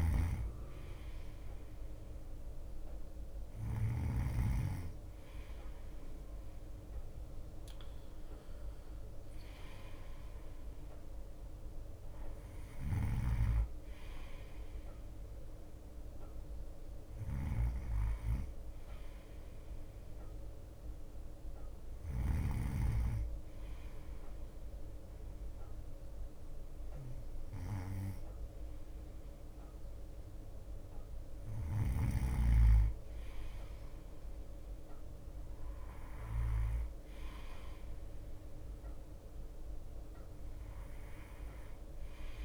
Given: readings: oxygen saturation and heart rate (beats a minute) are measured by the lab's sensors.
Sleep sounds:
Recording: breathing in sleep by a room microphone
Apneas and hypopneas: none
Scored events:
0.00-4.50 s: snoring (device-marked)
0.00-32.50 s: bradycardia (device-marked, heart rate 53 extreme)
6.50-18.50 s: drop in pulse transit time (device-marked, heart rate 57 before, 55 extreme)
13.00-22.50 s: snoring (device-marked)
37.50-42.45 s: bradycardia (device-marked, heart rate 57 before, 55 extreme)
From the record:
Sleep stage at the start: N2 (light sleep)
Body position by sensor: on the right side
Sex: male

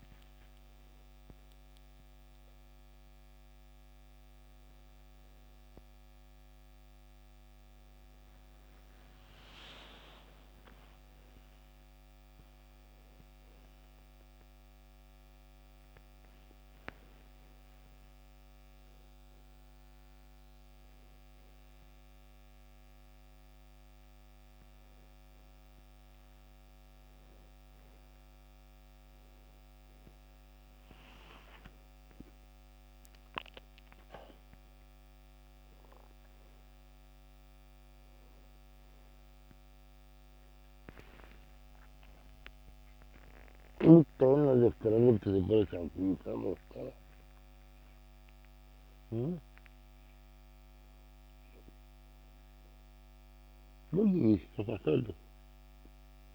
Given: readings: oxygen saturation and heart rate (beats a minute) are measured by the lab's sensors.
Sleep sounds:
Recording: a person awake in a sleep study, by a microphone on the trachea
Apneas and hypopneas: none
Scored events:
0.00-11.50 s: oxygen desaturation (device-marked, oxygen 91% lowest, heart rate 66 extreme)
33.50-56.35 s: oxygen desaturation (device-marked, oxygen 95% before, 91% lowest, heart rate 75 before, 72 extreme)
From the record:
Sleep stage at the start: awake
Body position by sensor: on the back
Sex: male

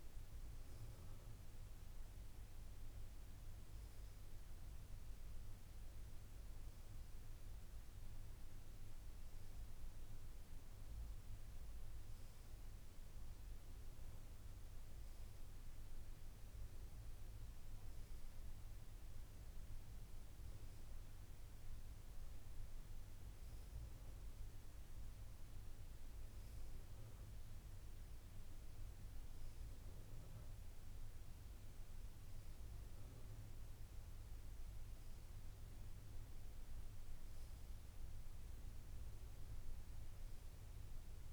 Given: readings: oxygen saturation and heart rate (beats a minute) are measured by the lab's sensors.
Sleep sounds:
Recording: breathing in sleep, hard to hear, by a room microphone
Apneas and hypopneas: none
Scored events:
none scored
From the record:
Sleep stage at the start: N2 (light sleep)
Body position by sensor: on the back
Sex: female

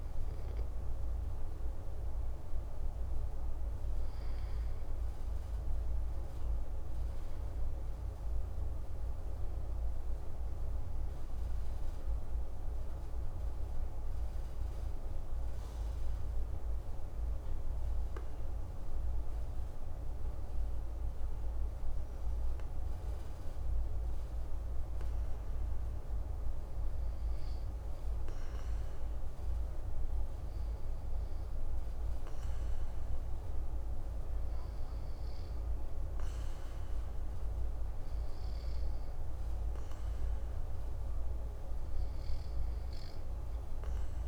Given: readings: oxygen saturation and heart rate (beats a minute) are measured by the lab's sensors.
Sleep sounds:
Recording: breathing in sleep, hard to hear, by a room microphone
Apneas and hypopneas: 1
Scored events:
0.00-17.50 s: oxygen desaturation (device-marked, oxygen 90% lowest)
10.00-24.00 s: hypopnea (oxygen 96% before, 90% lowest)
29.50-34.00 s: arousal
From the record:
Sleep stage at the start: N2 (light sleep)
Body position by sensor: on the back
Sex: male

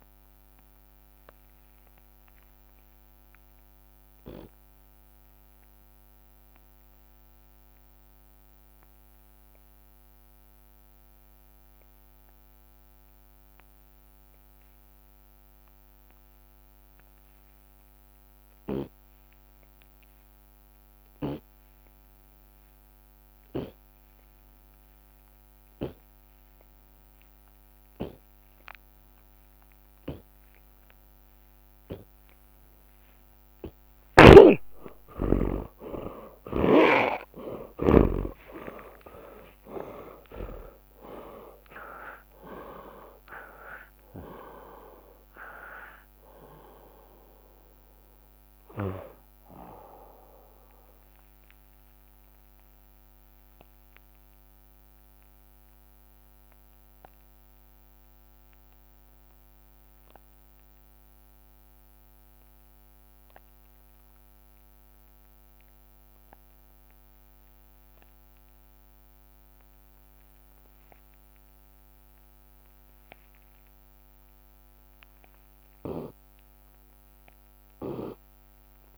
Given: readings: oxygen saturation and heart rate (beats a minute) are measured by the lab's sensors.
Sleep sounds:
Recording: breathing in sleep by a microphone on the trachea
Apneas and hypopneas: 2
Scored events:
0.00-9.00 s: drop in pulse transit time (device-marked, heart rate 33 extreme)
4.00-6.00 s: long interval between heartbeats (device-marked, heart rate 83 before, 33 extreme)
5.50-31.00 s: obstructive apnea (oxygen 97% before, 74% lowest)
16.00-37.00 s: oxygen desaturation (device-marked, oxygen 96% before, 79% lowest)
18.50-20.50 s: long interval between heartbeats (device-marked, heart rate 37 before, 38 extreme)
20.50-22.50 s: long interval between heartbeats (device-marked, heart rate 36 before, 96 extreme)
21.00-22.00 s: drop in pulse transit time (device-marked, heart rate 38 before, 107 extreme)
22.00-33.00 s: tachycardia (device-marked, heart rate 57 before, 138 extreme)
25.50-27.50 s: long interval between heartbeats (device-marked, heart rate 49 before, 116 extreme)
26.00-35.00 s: drop in pulse transit time (device-marked, heart rate 53 before, 102 extreme)
28.00-30.00 s: long interval between heartbeats (device-marked, heart rate 62 before, 136 extreme)
30.00-32.00 s: long interval between heartbeats (device-marked, heart rate 72 before, 135 extreme)
32.00-34.00 s: long interval between heartbeats (device-marked, heart rate 83 before, 117 extreme)
35.00-37.00 s: long interval between heartbeats (device-marked, heart rate 98 before, 85 extreme)
36.50-42.00 s: arousal
37.50-39.50 s: long interval between heartbeats (device-marked, heart rate 105 before, 79 extreme)
43.00-45.00 s: drop in pulse transit time (device-marked, heart rate 101 before, 37 extreme)
48.00-53.00 s: drop in pulse transit time (device-marked, heart rate 81 before, 50 extreme)
48.50-50.50 s: long interval between heartbeats (device-marked, heart rate 81 before, 53 extreme)
51.50-53.50 s: long interval between heartbeats (device-marked, heart rate 68 before, 66 extreme)
54.50-70.50 s: mixed apnea (oxygen 96% before, 74% lowest)
64.00-78.98 s: oxygen desaturation (device-marked, oxygen 97% before, 74% lowest)
65.00-66.00 s: drop in pulse transit time (device-marked, heart rate 46 before, 31 extreme)
69.50-71.50 s: long interval between heartbeats (device-marked, heart rate 50 before, 78 extreme)
71.50-73.50 s: long interval between heartbeats (device-marked, heart rate 52 before, 93 extreme)
74.00-76.00 s: long interval between heartbeats (device-marked, heart rate 56 before, 69 extreme)
76.00-78.00 s: long interval between heartbeats (device-marked, heart rate 58 before, 69 extreme)
From the record:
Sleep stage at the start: N2 (light sleep)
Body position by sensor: on the left side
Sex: male

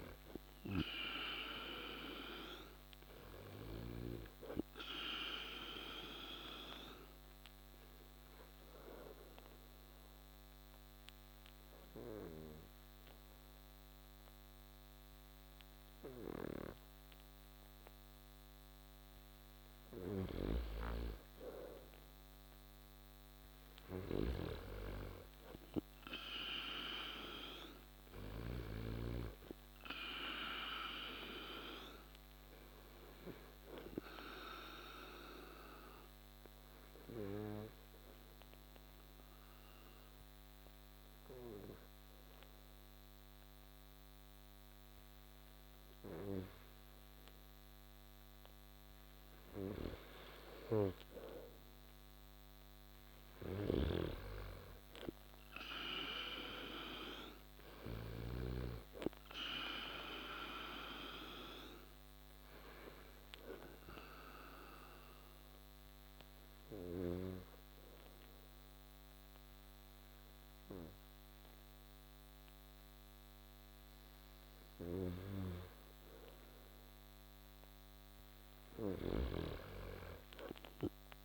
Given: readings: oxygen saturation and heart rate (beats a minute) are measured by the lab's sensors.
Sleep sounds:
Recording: breathing in sleep by a microphone on the trachea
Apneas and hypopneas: 3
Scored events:
5.50-18.50 s: obstructive apnea (oxygen 96% before, 90% lowest)
7.00-23.00 s: oxygen desaturation (device-marked, oxygen 96% before, 90% lowest)
23.00-25.50 s: arousal
31.00-49.00 s: oxygen desaturation (device-marked, oxygen 96% before, 90% lowest)
33.00-50.50 s: obstructive apnea (oxygen 96% before, 90% lowest)
53.00-56.00 s: arousal
59.00-78.00 s: oxygen desaturation (device-marked, oxygen 96% before, 90% lowest)
61.00-77.00 s: obstructive apnea (oxygen 96% before, 90% lowest)
From the record:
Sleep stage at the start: N2 (light sleep)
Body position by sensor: on the back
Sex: male

